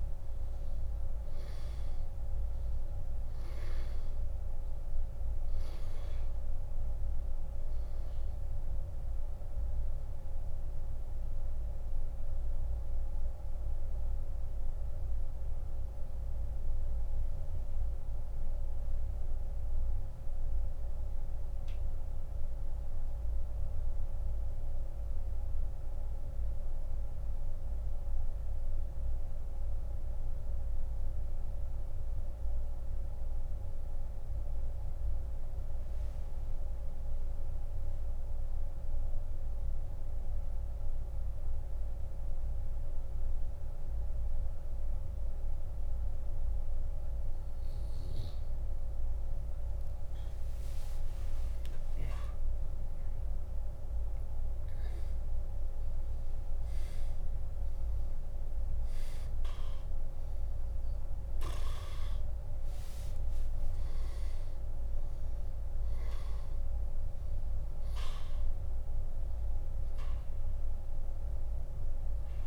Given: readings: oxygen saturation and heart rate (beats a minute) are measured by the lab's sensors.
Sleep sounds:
breathing in sleep, hard to hear, by a room microphone; 1
3.00-46.00 s: oxygen desaturation (device-marked, oxygen 96% before, 84% lowest)
14.50-47.50 s: central apnea (oxygen 98% before, 84% lowest)
51.00-55.00 s: arousal
From the record:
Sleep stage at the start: N2 (light sleep); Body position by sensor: on the back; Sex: male

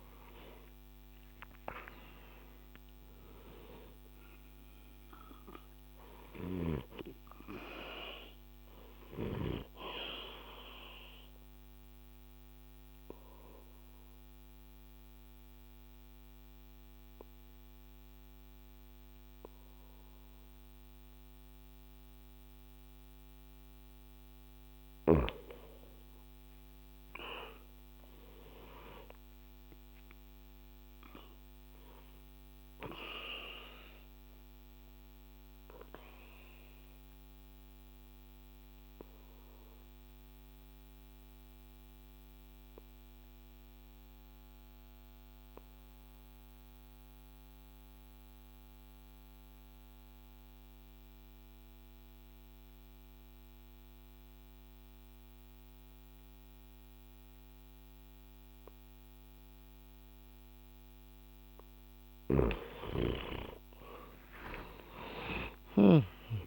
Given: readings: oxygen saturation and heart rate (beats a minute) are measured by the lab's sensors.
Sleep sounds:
breathing in sleep by a microphone on the trachea; 2
3.00-28.00 s: oxygen desaturation (device-marked, oxygen 96% before, 92% lowest, heart rate 64 before, 59 extreme)
9.50-22.00 s: obstructive apnea (oxygen 97% before, 91% lowest, heart rate 66 before, 59 extreme, up 13 after)
25.50-29.00 s: arousal
32.50-59.50 s: obstructive apnea (oxygen 97% before, 89% lowest, heart rate 64 before, 60 extreme, up 16 after)
60.00-66.47 s: oxygen desaturation (device-marked, oxygen 96% before, 89% lowest, heart rate 63 before, 56 extreme)
61.00-65.00 s: snoring (device-marked)
63.50-66.47 s: arousal
From the record:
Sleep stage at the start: N2 (light sleep); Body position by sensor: on the back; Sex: male

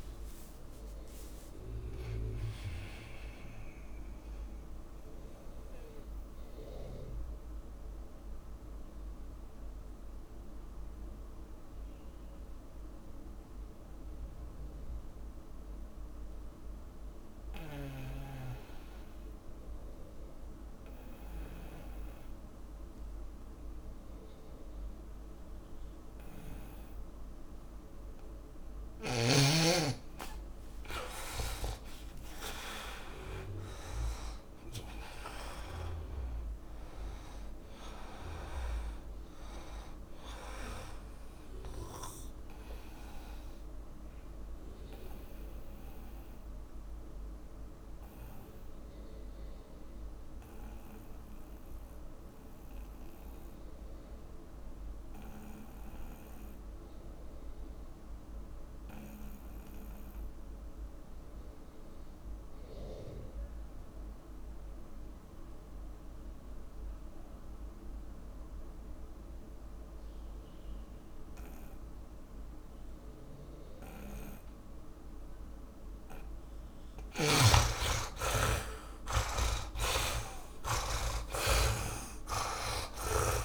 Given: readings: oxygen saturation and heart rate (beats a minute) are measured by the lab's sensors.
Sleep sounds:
breathing in sleep by a room microphone; 2
0.00-3.00 s: oxygen desaturation (device-marked, oxygen 71% lowest, heart rate 111 extreme)
0.00-83.45 s: tachycardia (device-marked)
5.50-29.00 s: mixed apnea (oxygen 83% before, 67% lowest, heart rate 134 before, 109 extreme, up 27 after)
31.50-35.50 s: arousal
34.00-56.00 s: oxygen desaturation (device-marked, oxygen 100% before, 77% lowest, heart rate 146 before, 109 extreme)
45.00-76.00 s: mixed apnea (oxygen 100% before, 72% lowest)
72.00-83.45 s: oxygen desaturation (device-marked, oxygen 100% before, 72% lowest)
77.00-83.45 s: snoring (device-marked)
81.50-83.45 s: arousal
From the record:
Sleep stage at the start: N2 (light sleep); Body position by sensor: on the back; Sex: male

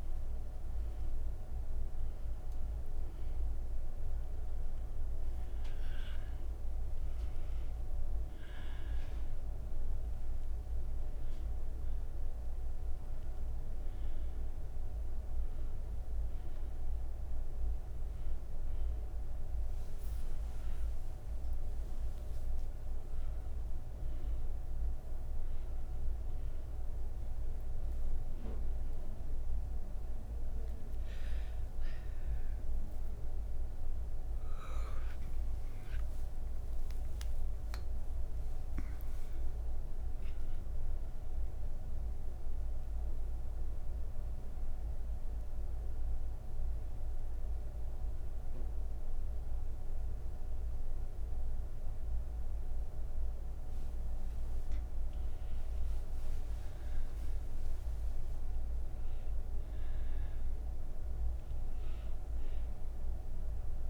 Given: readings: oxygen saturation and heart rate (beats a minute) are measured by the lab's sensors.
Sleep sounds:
breathing in sleep, hard to hear, by a room microphone; 1
18.00-26.00 s: oxygen desaturation (device-marked, oxygen 95% before, 92% lowest, heart rate 59 before, 45 extreme)
43.50-55.50 s: central apnea (oxygen 96% before, 92% lowest, heart rate 54 before, 37 extreme)
From the record:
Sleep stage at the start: N3 (deep sleep); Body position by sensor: on the right side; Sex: female

